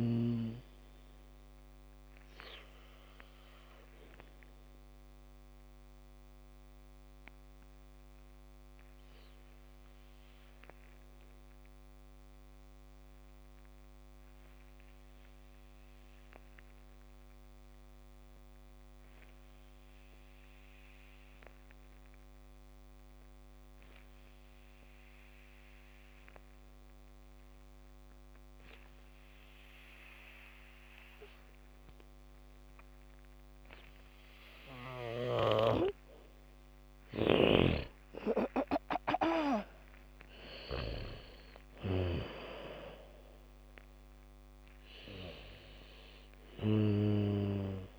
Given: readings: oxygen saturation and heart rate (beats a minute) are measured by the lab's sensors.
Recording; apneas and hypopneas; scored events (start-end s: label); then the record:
breathing in sleep by a microphone on the trachea; 1
0.00-19.50 s: oxygen desaturation (device-marked, oxygen 80% lowest, heart rate 45 extreme)
4.00-36.00 s: obstructive apnea (oxygen 99% before, 78% lowest, heart rate 61 before, 58 extreme, up 19 after)
29.50-47.99 s: oxygen desaturation (device-marked, oxygen 98% before, 78% lowest, heart rate 73 before, 46 extreme)
37.50-40.50 s: arousal
38.00-43.00 s: snoring (device-marked)
From the record:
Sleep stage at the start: N2 (light sleep); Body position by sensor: on the back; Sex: female